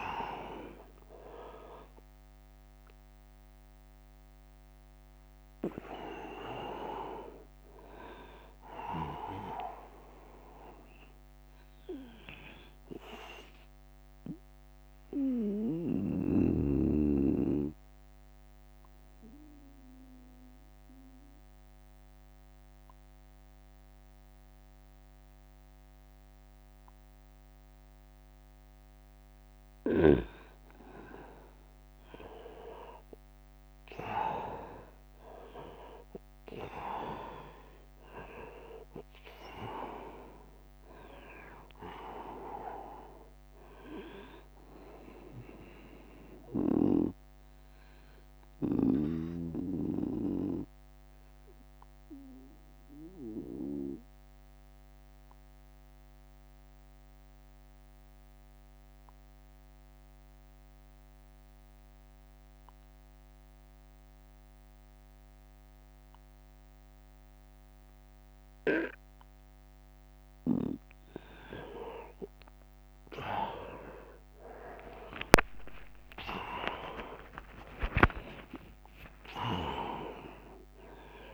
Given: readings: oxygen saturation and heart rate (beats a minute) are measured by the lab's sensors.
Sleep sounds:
breathing in sleep by a microphone on the trachea; 2
0.50-22.50 s: oxygen desaturation (device-marked, oxygen 100% before, 95% lowest, heart rate 79 before, 70 extreme)
12.50-14.50 s: long interval between heartbeats (device-marked, heart rate 77 before, 80 extreme)
13.50-29.50 s: mixed apnea (oxygen 100% before, 94% lowest, heart rate 78 before, 70 extreme, up 15 after)
33.00-37.50 s: arousal
40.50-56.50 s: oxygen desaturation (device-marked, oxygen 100% before, 94% lowest, heart rate 77 before, 66 extreme)
45.50-69.50 s: obstructive apnea (oxygen 100% before, 92% lowest, heart rate 78 before, 66 extreme, up 11 after)
71.00-77.50 s: arousal
72.50-81.34 s: oxygen desaturation (device-marked, oxygen 100% before, 92% lowest, heart rate 72 before, 56 extreme)
74.50-81.34 s: drop in pulse transit time (device-marked, heart rate 72 before, 75 extreme)
From the record:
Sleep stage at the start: N2 (light sleep); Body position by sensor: on the right side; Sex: male

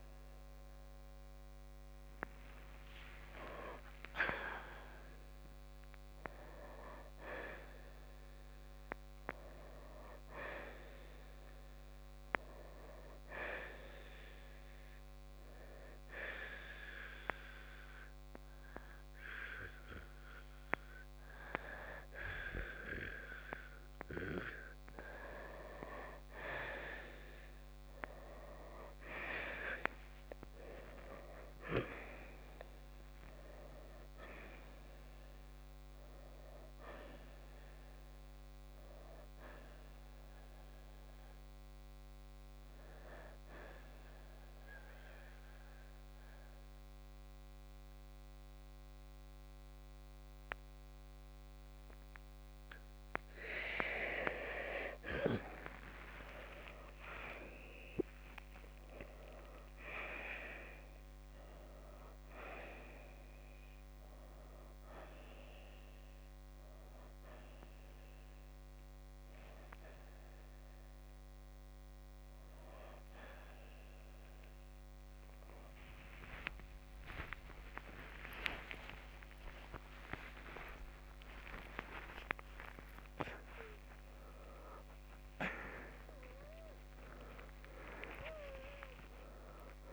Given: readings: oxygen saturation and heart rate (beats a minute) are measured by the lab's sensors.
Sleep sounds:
a person partly awake in a sleep study, by a microphone on the trachea; 2
0.00-11.50 s: oxygen desaturation (device-marked, oxygen 85% lowest, heart rate 52 extreme)
4.00-8.50 s: arousal
15.00-25.50 s: hypopnea (oxygen 93% before, 84% lowest, heart rate 89 before, 52 extreme, up 6 after)
26.50-31.50 s: arousal
32.50-55.50 s: oxygen desaturation (device-marked, oxygen 93% before, 86% lowest, heart rate 65 before, 56 extreme)
44.00-54.00 s: central apnea (oxygen 94% before, 84% lowest, heart rate 63 before, 56 extreme, up 10 after)
56.50-86.50 s: new sleep stage, awake
72.50-83.50 s: oxygen desaturation (device-marked, oxygen 93% before, 84% lowest, heart rate 62 before, 66 extreme)
86.50-89.93 s: new sleep stage, N2 (light sleep)
From the record:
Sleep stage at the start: N2 (light sleep); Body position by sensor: on the right side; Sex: male

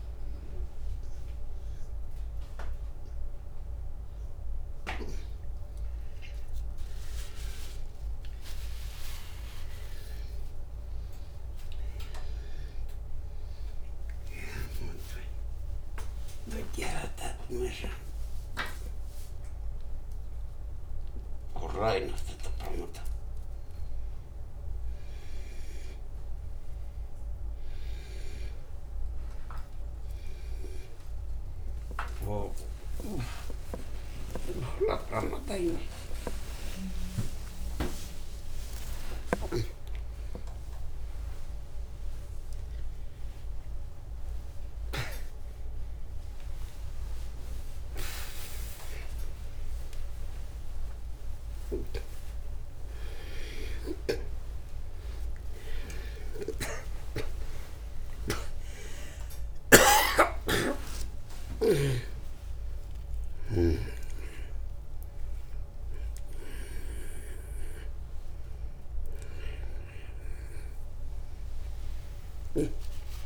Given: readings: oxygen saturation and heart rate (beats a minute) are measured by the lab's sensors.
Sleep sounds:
a person awake in a sleep study, by a room microphone; none
3.50-9.50 s: oxygen desaturation (device-marked, oxygen 96% before, 90% lowest, heart rate 79 before, 49 extreme)
16.00-21.50 s: snoring (device-marked)
40.50-47.50 s: oxygen desaturation (device-marked, oxygen 96% before, 93% lowest, heart rate 86 before, 25 extreme)
53.50-57.50 s: oxygen desaturation (device-marked, oxygen 96% before, 93% lowest, heart rate 87 before, 87 extreme)
59.00-63.50 s: snoring (device-marked)
From the record:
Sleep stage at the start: awake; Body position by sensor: on the back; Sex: male

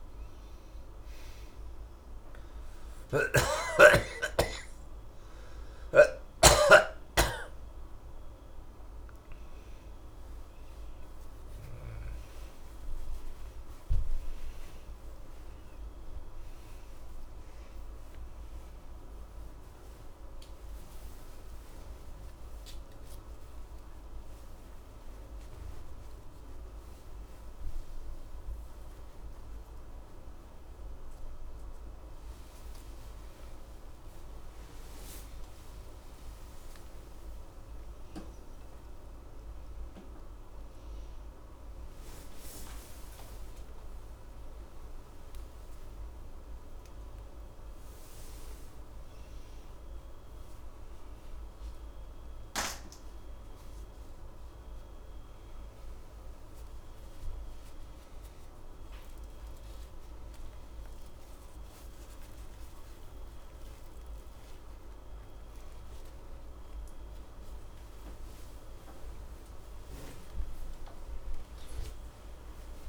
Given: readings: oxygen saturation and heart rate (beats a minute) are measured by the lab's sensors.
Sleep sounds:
a person awake in a sleep study, by a room microphone; none
0.00-25.50 s: oxygen desaturation (device-marked, oxygen 86% lowest, heart rate 60 extreme)
3.00-6.50 s: snoring (device-marked)
7.50-72.89 s: new sleep stage, awake
From the record:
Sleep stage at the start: N2 (light sleep); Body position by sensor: on the back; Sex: male

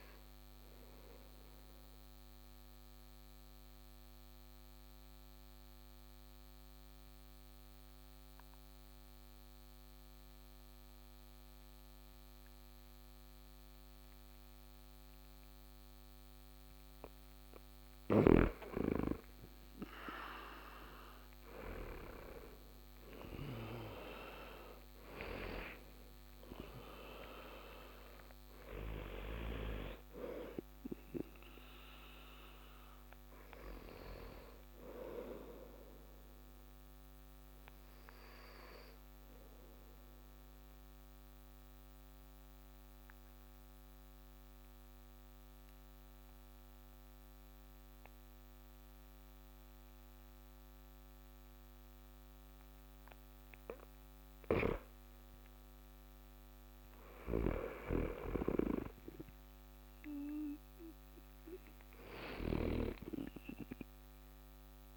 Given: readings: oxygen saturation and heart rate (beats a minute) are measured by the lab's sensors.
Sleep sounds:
breathing in sleep by a microphone on the trachea; 2
0.00-10.50 s: oxygen desaturation (device-marked, oxygen 91% lowest)
0.50-16.00 s: obstructive apnea (oxygen 99% before, 91% lowest)
17.00-23.00 s: snoring (device-marked)
19.50-24.00 s: arousal
31.50-52.50 s: oxygen desaturation (device-marked, oxygen 96% before, 91% lowest)
36.00-52.50 s: obstructive apnea (oxygen 97% before, 91% lowest)
53.50-62.00 s: snoring (device-marked)
57.00-61.00 s: arousal
From the record:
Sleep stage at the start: N2 (light sleep); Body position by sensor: on the back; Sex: male

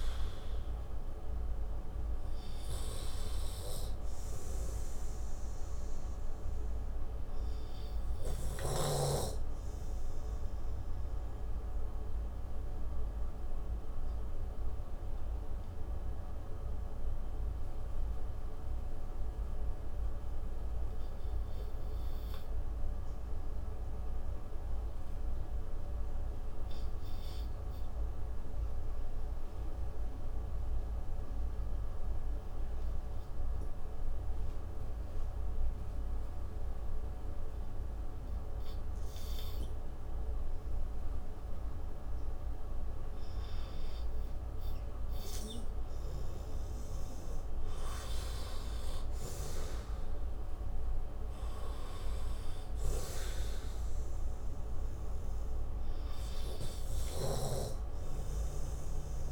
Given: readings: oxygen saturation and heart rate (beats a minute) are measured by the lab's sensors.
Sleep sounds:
breathing in sleep, hard to hear, by a room microphone; 1
0.00-4.00 s: oxygen desaturation (device-marked, oxygen 92% lowest)
10.00-44.50 s: obstructive apnea (oxygen 98% before, 85% lowest)
16.00-23.00 s: oxygen desaturation (device-marked, oxygen 95% before, 85% lowest)
41.00-52.00 s: oxygen desaturation (device-marked, oxygen 97% before, 94% lowest)
46.50-50.00 s: arousal
From the record:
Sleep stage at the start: N2 (light sleep); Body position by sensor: on the right side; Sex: male

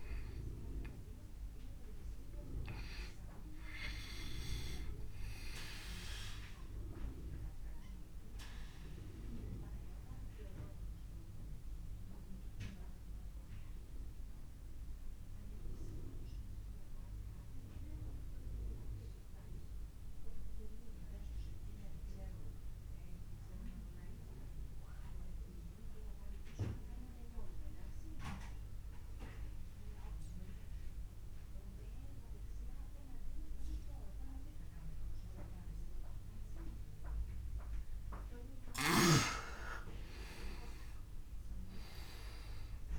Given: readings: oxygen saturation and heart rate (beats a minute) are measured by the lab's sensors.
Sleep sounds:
breathing in sleep by a room microphone; 1
2.00-28.00 s: oxygen desaturation (device-marked, oxygen 99% before, 94% lowest)
6.50-37.50 s: obstructive apnea (oxygen 99% before, 88% lowest)
40.50-42.99 s: arousal
41.00-42.99 s: oxygen desaturation (device-marked, oxygen 98% before, 88% lowest)
From the record:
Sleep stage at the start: N2 (light sleep); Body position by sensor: on the back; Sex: male

